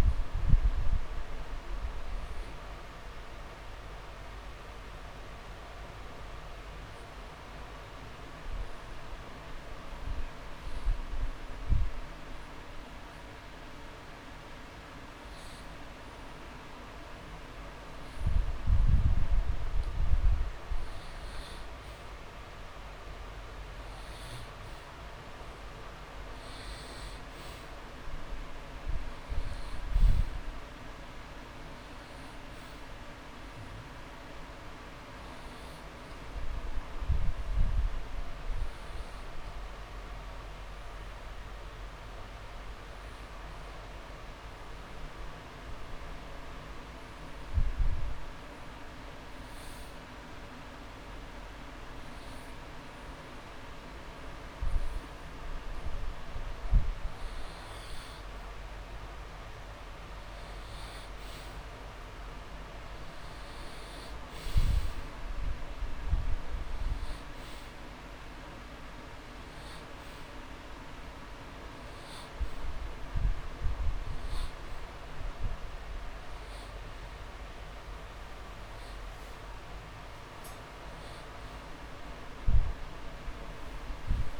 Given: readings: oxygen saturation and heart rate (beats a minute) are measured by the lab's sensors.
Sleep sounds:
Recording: breathing in sleep, hard to hear, by a room microphone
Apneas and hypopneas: 2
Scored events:
0.00-17.50 s: oxygen desaturation (device-marked, oxygen 88% lowest)
4.00-21.00 s: obstructive apnea (oxygen 98% before, 88% lowest)
9.50-10.50 s: drop in pulse transit time (device-marked)
15.00-17.00 s: long interval between heartbeats (device-marked)
22.00-26.00 s: arousal
31.50-51.50 s: oxygen desaturation (device-marked, oxygen 99% before, 92% lowest)
43.00-56.50 s: obstructive apnea (oxygen 99% before, 92% lowest)
53.50-62.50 s: drop in pulse transit time (device-marked)
59.00-62.50 s: arousal
64.50-84.40 s: oxygen desaturation (device-marked, oxygen 98% before, 92% lowest)
77.50-84.40 s: drop in pulse transit time (device-marked)
From the record:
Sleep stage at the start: N2 (light sleep)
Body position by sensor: on the back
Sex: male

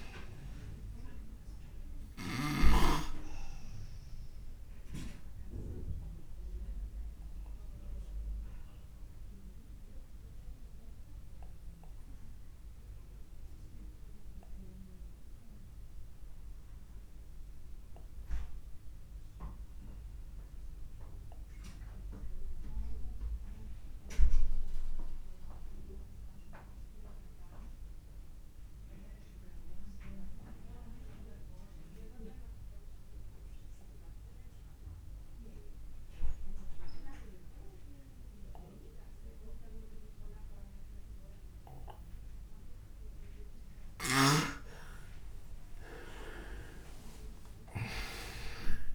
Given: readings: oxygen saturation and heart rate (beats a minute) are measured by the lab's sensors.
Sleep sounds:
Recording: breathing in sleep by a room microphone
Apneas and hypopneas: 1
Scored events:
0.00-22.50 s: oxygen desaturation (device-marked, oxygen 83% lowest, heart rate 26 extreme)
1.00-43.50 s: obstructive apnea (oxygen 99% before, 83% lowest)
42.50-48.95 s: oxygen desaturation (device-marked, oxygen 99% before, 84% lowest)
46.50-48.95 s: arousal
From the record:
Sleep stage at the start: N2 (light sleep)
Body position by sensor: on the back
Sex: male

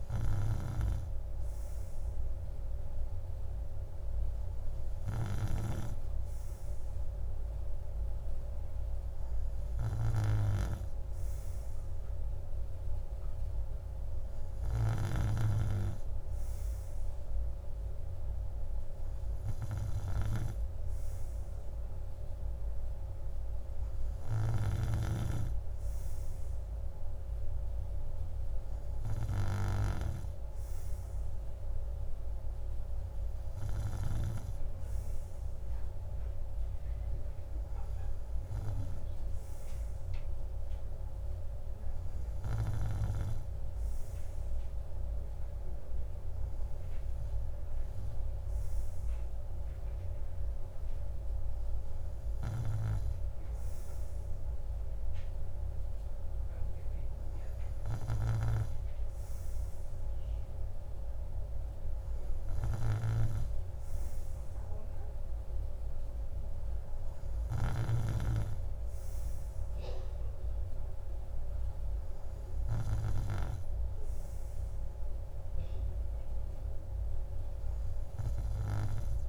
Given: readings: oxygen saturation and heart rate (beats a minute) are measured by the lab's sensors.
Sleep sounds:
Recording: breathing in sleep by a room microphone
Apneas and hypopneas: none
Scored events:
none scored
From the record:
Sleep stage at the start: N3 (deep sleep)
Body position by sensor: on the right side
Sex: male

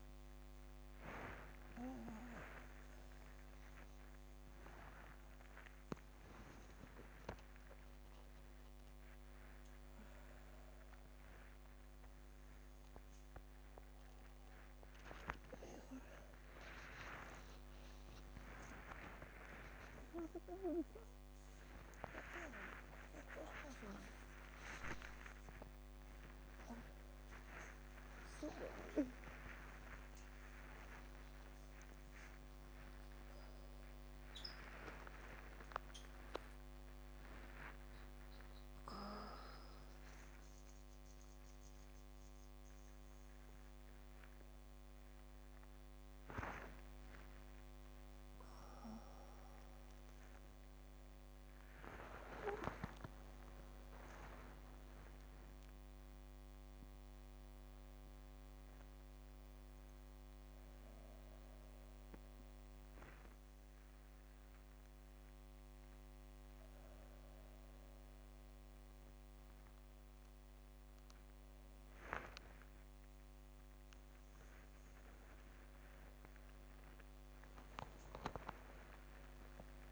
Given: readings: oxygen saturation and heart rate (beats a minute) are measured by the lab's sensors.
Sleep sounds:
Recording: a person awake in a sleep study, by a microphone on the trachea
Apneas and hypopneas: none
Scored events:
none scored
From the record:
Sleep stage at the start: awake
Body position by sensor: upright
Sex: female

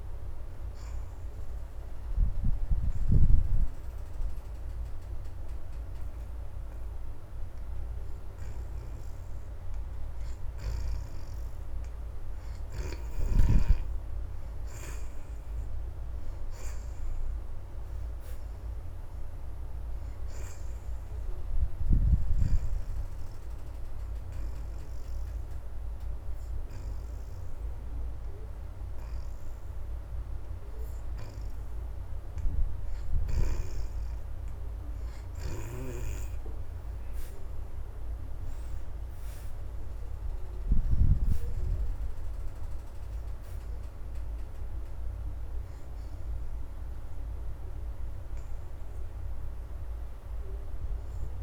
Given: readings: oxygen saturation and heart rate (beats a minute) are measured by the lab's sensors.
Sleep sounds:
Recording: breathing in sleep by a room microphone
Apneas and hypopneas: 2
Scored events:
0.00-1.50 s: oxygen desaturation (device-marked, oxygen 60% lowest, heart rate 76 extreme)
1.00-11.50 s: hypopnea (oxygen 77% before, 58% lowest, heart rate 80 before, 76 extreme, up 5 after)
8.50-17.50 s: oxygen desaturation (device-marked, oxygen 72% before, 63% lowest, heart rate 79 before, 77 extreme)
15.50-18.50 s: arousal
19.50-37.50 s: oxygen desaturation (device-marked, oxygen 78% before, 60% lowest, heart rate 80 before, 77 extreme)
22.00-33.00 s: hypopnea (oxygen 78% before, 58% lowest, heart rate 80 before, 77 extreme, up 4 after)
37.50-41.50 s: arousal
47.50-51.42 s: oxygen desaturation (device-marked, oxygen 71% before, 58% lowest, heart rate 83 before, 77 extreme)
From the record:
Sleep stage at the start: N2 (light sleep)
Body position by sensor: on the back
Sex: female

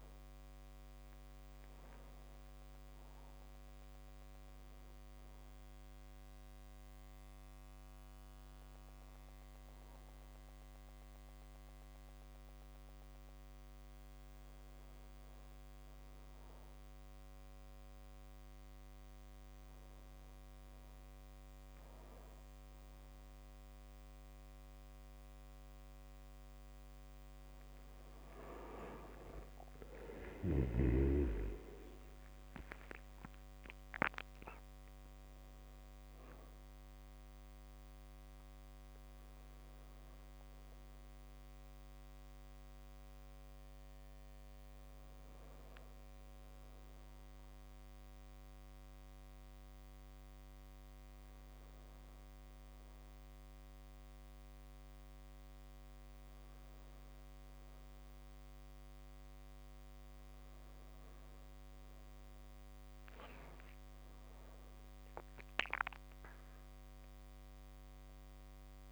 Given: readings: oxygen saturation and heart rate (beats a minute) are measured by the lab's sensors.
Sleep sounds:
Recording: a person awake in a sleep study, by a microphone on the trachea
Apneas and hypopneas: none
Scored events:
none scored
From the record:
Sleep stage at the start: awake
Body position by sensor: on the back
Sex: male

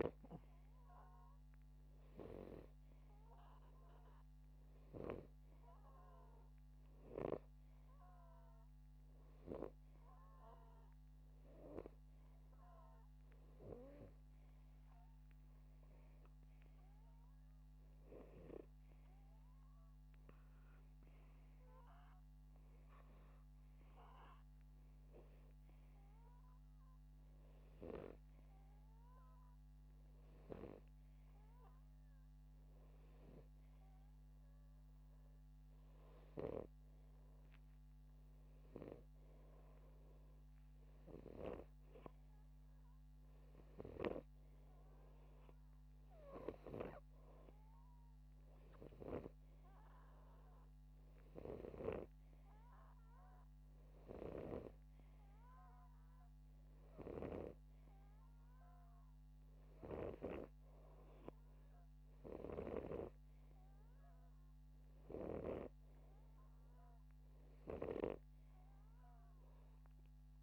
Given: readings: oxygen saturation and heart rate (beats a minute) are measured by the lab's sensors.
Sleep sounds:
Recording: breathing in sleep by a microphone on the trachea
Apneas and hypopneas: none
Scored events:
52.00-61.00 s: snoring (device-marked)
From the record:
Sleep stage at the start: N2 (light sleep)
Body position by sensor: upright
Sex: male

